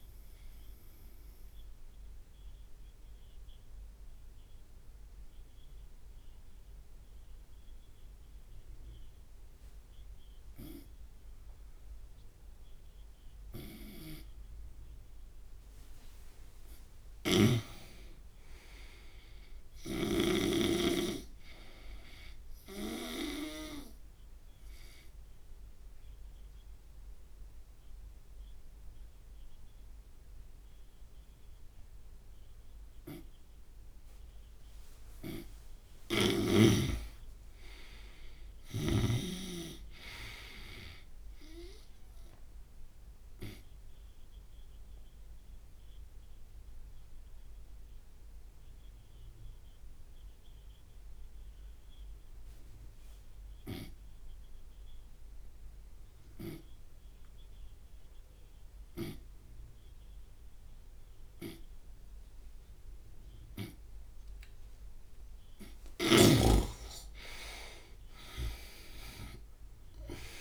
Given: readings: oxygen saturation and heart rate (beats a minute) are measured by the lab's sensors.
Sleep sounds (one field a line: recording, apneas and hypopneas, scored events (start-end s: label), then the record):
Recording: breathing in sleep by a room microphone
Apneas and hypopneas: 3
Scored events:
0.00-17.50 s: oxygen desaturation (device-marked, oxygen 86% lowest)
1.00-16.00 s: obstructive apnea (oxygen 97% before, 86% lowest)
14.00-18.00 s: snoring (device-marked)
18.00-21.00 s: arousal
20.00-23.50 s: snoring (device-marked)
25.00-35.50 s: obstructive apnea (oxygen 99% before, 87% lowest)
35.50-41.50 s: oxygen desaturation (device-marked, oxygen 97% before, 92% lowest)
36.00-39.50 s: snoring (device-marked)
37.50-42.00 s: arousal
45.50-64.50 s: obstructive apnea (oxygen 99% before, 86% lowest)
54.50-64.50 s: oxygen desaturation (device-marked, oxygen 95% before, 89% lowest)
66.50-70.41 s: arousal
66.50-70.41 s: oxygen desaturation (device-marked, oxygen 96% before, 90% lowest)
From the record:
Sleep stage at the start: N2 (light sleep)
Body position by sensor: on the right side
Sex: male